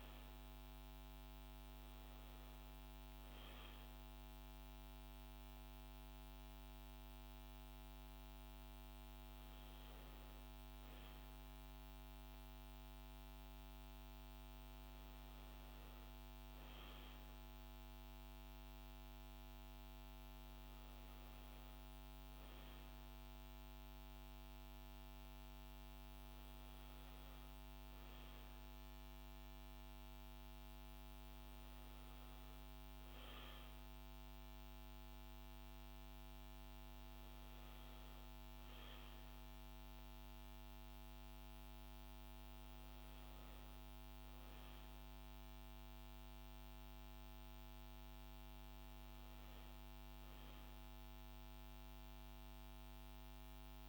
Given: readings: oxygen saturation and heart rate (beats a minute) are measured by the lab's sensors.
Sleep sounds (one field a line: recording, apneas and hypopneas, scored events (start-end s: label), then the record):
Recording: breathing in sleep, hard to hear, by a microphone on the trachea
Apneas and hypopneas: none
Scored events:
none scored
From the record:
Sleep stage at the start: N1 (lightest sleep)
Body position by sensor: on the back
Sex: female